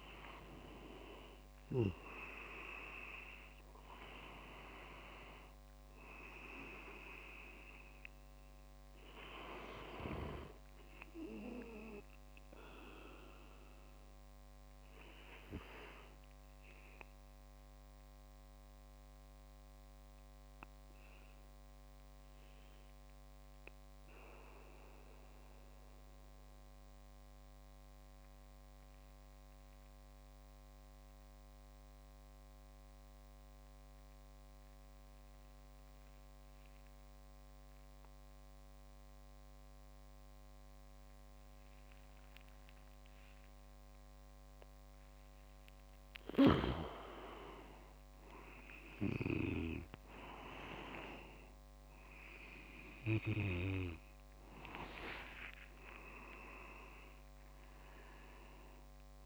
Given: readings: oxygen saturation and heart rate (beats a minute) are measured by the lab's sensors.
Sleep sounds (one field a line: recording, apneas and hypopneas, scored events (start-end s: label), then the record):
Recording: breathing in sleep by a microphone on the trachea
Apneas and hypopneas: 1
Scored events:
5.50-10.50 s: oxygen desaturation (device-marked, oxygen 98% before, 95% lowest, heart rate 60 before, 34 extreme)
15.50-45.50 s: mixed apnea (oxygen 99% before, 95% lowest, heart rate 43 before, 37 extreme, up 4 after)
46.50-57.50 s: oxygen desaturation (device-marked, oxygen 99% before, 95% lowest, heart rate 60 before, 37 extreme)
47.00-51.00 s: arousal
56.00-58.00 s: leg movement (device-marked)
From the record:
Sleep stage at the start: N2 (light sleep)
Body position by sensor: on the back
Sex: male